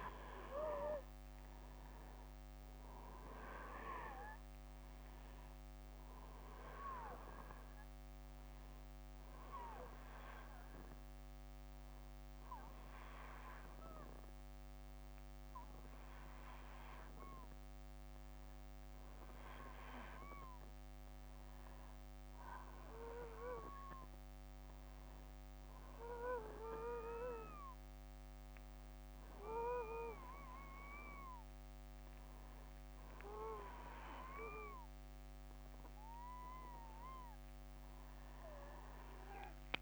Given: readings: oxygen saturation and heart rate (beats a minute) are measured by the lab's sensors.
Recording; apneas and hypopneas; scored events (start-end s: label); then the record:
a person partly awake in a sleep study, by a microphone on the trachea; 1
0.00-3.00 s: arousal
8.50-19.50 s: hypopnea (oxygen 96% before, 93% lowest, heart rate 64 before, 60 extreme, up 4 after)
24.00-39.81 s: new sleep stage, awake
From the record:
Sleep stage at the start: N2 (light sleep); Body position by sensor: on the back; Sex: male